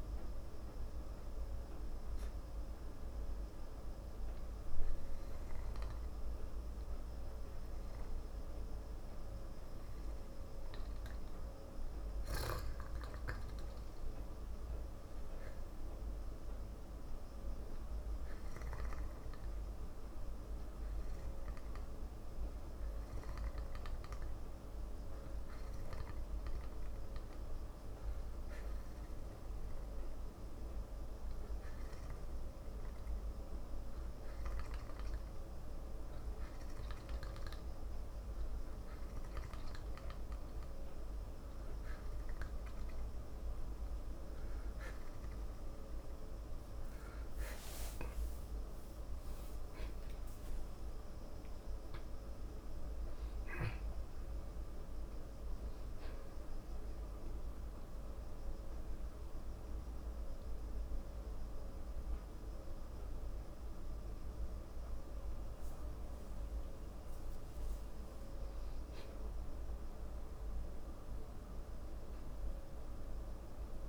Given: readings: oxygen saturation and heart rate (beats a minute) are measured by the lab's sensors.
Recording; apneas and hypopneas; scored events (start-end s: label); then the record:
breathing in sleep, hard to hear, by a room microphone; 1
0.00-8.50 s: oxygen desaturation (device-marked, oxygen 90% lowest, heart rate 54 extreme)
4.00-45.00 s: obstructive apnea (oxygen 96% before, 93% lowest, heart rate 58 before, 54 extreme, up 49 after)
47.50-51.00 s: arousal
From the record:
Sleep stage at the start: N2 (light sleep); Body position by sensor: on the back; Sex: male